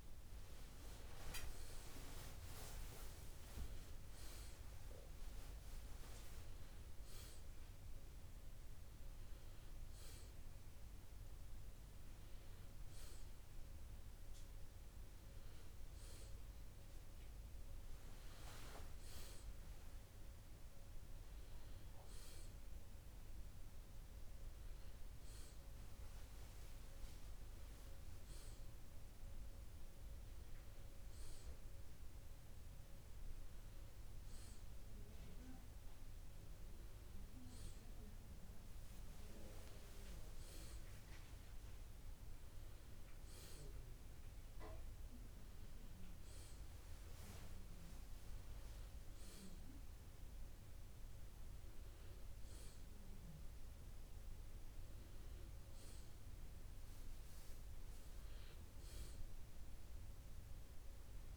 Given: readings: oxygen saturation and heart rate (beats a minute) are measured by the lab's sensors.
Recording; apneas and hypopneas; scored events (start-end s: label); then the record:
breathing in sleep by a room microphone; none
none scored
From the record:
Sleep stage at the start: N1 (lightest sleep); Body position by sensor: on the back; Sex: male